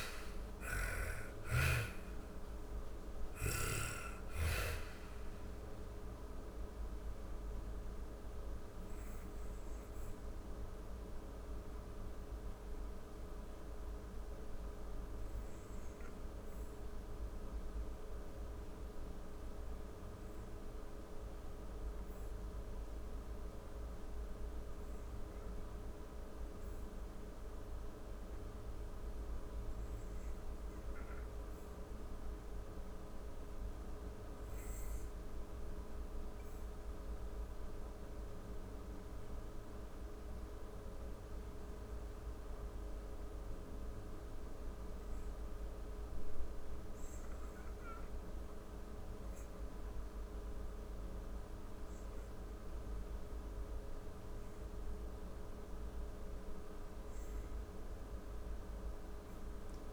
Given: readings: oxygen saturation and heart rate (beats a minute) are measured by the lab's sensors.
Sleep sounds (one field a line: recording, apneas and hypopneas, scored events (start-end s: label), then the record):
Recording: breathing in sleep, hard to hear, by a room microphone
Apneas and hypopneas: 1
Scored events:
0.00-3.00 s: snoring (device-marked)
0.00-21.50 s: oxygen desaturation (device-marked, oxygen 55% lowest, heart rate 40 extreme)
5.50-55.00 s: obstructive apnea (oxygen 79% before, 55% lowest, heart rate 80 before, 40 extreme, up 32 after)
34.50-59.93 s: oxygen desaturation (device-marked, oxygen 94% before, 57% lowest, heart rate 55 before, 35 extreme)
58.00-59.93 s: snoring (device-marked)
58.50-59.93 s: arousal
From the record:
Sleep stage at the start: REM sleep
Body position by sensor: on the back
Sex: female